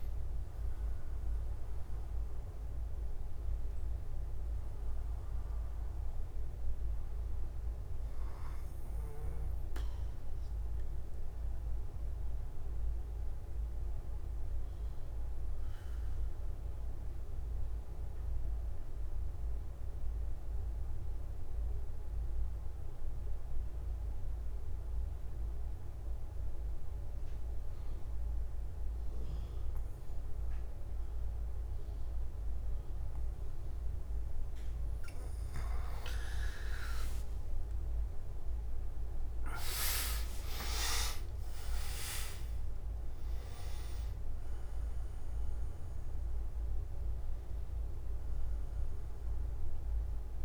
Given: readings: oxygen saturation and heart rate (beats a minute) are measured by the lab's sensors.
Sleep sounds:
breathing in sleep by a room microphone; 1
3.00-23.00 s: oxygen desaturation (device-marked, oxygen 100% before, 93% lowest)
14.50-35.50 s: mixed apnea (oxygen 100% before, 91% lowest)
39.00-50.45 s: oxygen desaturation (device-marked, oxygen 99% before, 91% lowest, heart rate 79 before, 137 extreme)
From the record:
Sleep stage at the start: N1 (lightest sleep); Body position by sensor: on the back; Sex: male

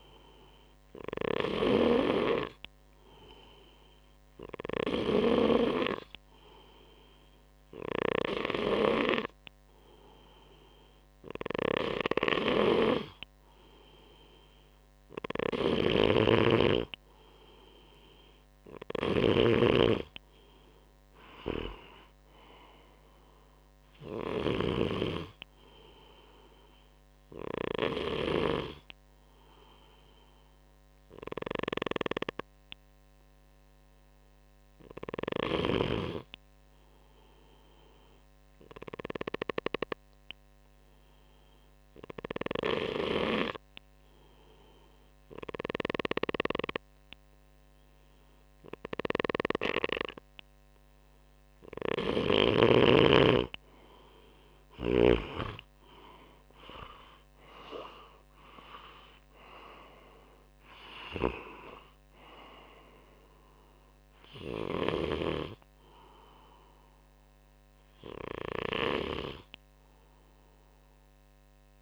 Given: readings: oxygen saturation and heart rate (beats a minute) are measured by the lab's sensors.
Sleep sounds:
breathing in sleep by a microphone on the trachea; 1
11.00-28.00 s: snoring (device-marked)
36.50-51.50 s: obstructive apnea (oxygen 97% before, 93% lowest, heart rate 64 before, 60 extreme, up 7 after)
53.50-71.82 s: oxygen desaturation (device-marked, oxygen 97% before, 93% lowest, heart rate 64 before, 60 extreme)
55.00-57.50 s: arousal
From the record:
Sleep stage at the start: N2 (light sleep); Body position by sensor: on the right side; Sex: male

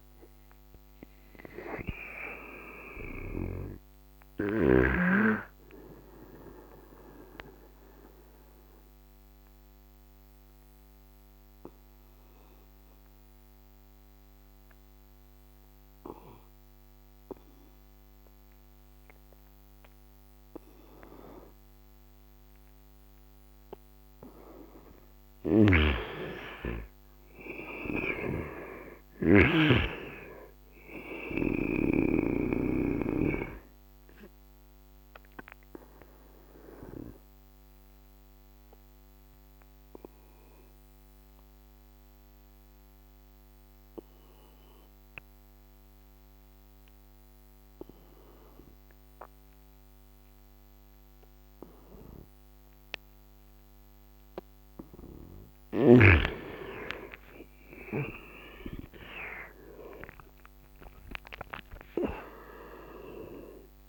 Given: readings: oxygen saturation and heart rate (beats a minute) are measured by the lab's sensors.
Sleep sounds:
breathing in sleep by a microphone on the trachea; 2
0.00-18.50 s: oxygen desaturation (device-marked, oxygen 86% lowest, heart rate 69 extreme)
6.50-22.50 s: obstructive apnea (oxygen 99% before, 81% lowest, heart rate 76 before, 69 extreme, up 0 after)
23.50-48.50 s: oxygen desaturation (device-marked, oxygen 99% before, 84% lowest, heart rate 75 before, 63 extreme)
25.00-28.00 s: arousal
25.00-29.50 s: snoring (device-marked)
33.50-53.00 s: obstructive apnea (oxygen 99% before, 81% lowest, heart rate 73 before, 63 extreme, up 7 after)
55.50-63.89 s: oxygen desaturation (device-marked, oxygen 99% before, 81% lowest, heart rate 76 before, 63 extreme)
56.50-61.00 s: arousal
From the record:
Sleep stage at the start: N2 (light sleep); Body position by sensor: on the right side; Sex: male

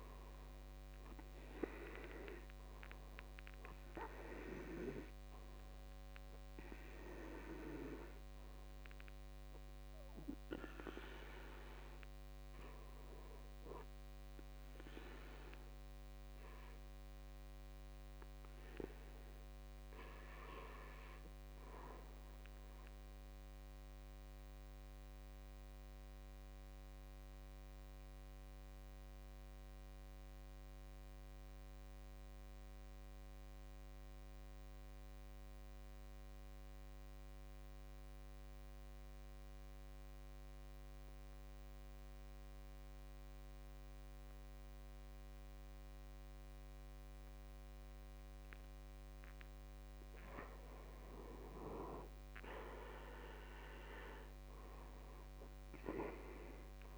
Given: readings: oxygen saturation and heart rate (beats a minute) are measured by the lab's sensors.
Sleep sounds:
breathing in sleep by a microphone on the trachea; 1
0.00-28.00 s: oxygen desaturation (device-marked, oxygen 79% lowest, heart rate 54 extreme)
24.00-49.00 s: obstructive apnea (oxygen 92% before, 75% lowest, heart rate 61 before, 55 extreme, up 12 after)
48.00-56.98 s: oxygen desaturation (device-marked, oxygen 99% before, 75% lowest, heart rate 57 before, 55 extreme)
51.00-55.50 s: arousal
From the record:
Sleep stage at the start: N2 (light sleep); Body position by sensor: on the back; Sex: male

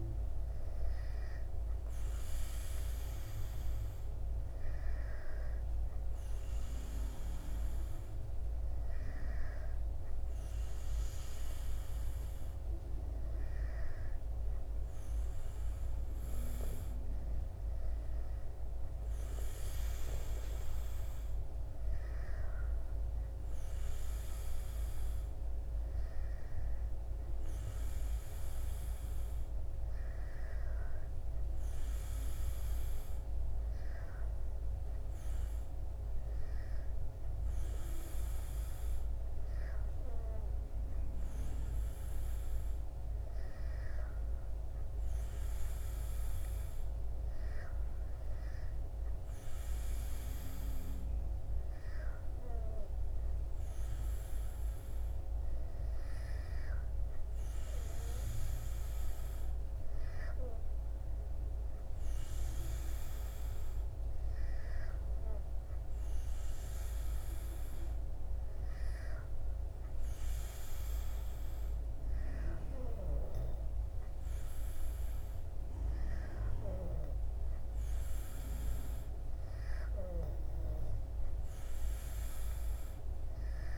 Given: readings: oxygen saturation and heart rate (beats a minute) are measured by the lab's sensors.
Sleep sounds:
breathing in sleep, hard to hear, by a room microphone; none
none scored
From the record:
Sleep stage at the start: N2 (light sleep); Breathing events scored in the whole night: 108 in 7.0 hours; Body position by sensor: on the back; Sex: male

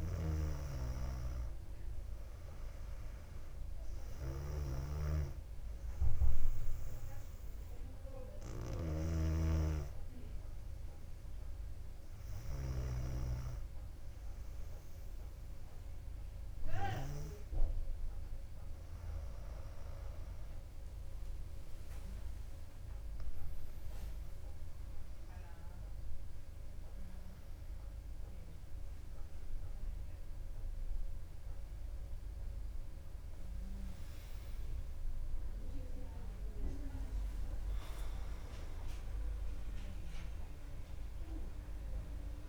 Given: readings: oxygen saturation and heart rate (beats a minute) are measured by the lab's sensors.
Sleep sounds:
breathing in sleep by a room microphone; 1
5.50-17.50 s: hypopnea (oxygen 98% before, 95% lowest, heart rate 57 before, 55 extreme, up 9 after)
22.00-25.50 s: arousal
From the record:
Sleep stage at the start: N2 (light sleep); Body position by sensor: on the back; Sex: female

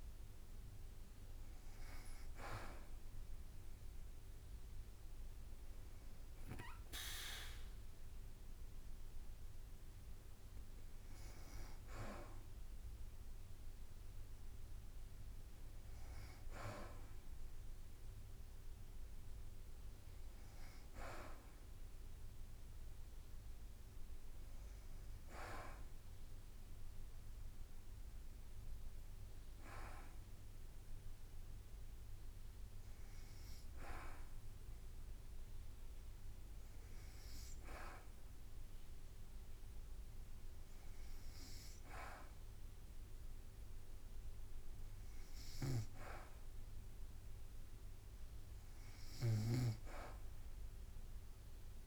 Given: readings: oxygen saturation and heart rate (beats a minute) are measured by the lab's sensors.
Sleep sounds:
breathing in sleep by a room microphone; none
7.50-20.50 s: drop in pulse transit time (device-marked, heart rate 55 before, 54 extreme)
From the record:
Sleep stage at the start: N2 (light sleep); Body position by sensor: on the back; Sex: female

